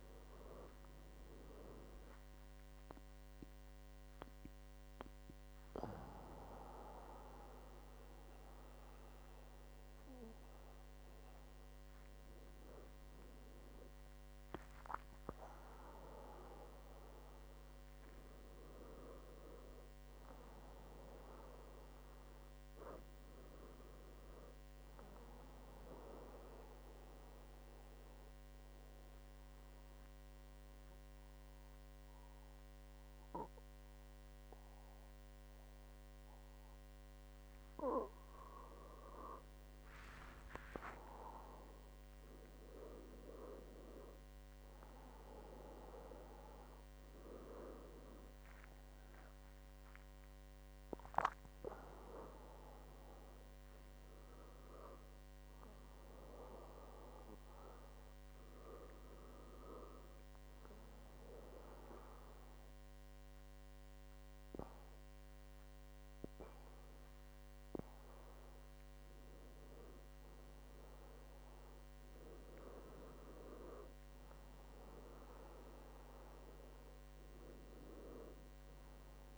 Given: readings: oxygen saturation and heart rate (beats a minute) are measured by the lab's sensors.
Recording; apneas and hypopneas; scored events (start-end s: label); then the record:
breathing in sleep by a microphone on the trachea; 1
26.50-38.50 s: central apnea (oxygen 97% before, 95% lowest, heart rate 81 before, 70 extreme, up 10 after)
40.00-44.00 s: arousal
40.50-42.50 s: long interval between heartbeats (device-marked, heart rate 75 before, 76 extreme)
From the record:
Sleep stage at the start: N1 (lightest sleep); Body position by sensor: on the back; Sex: male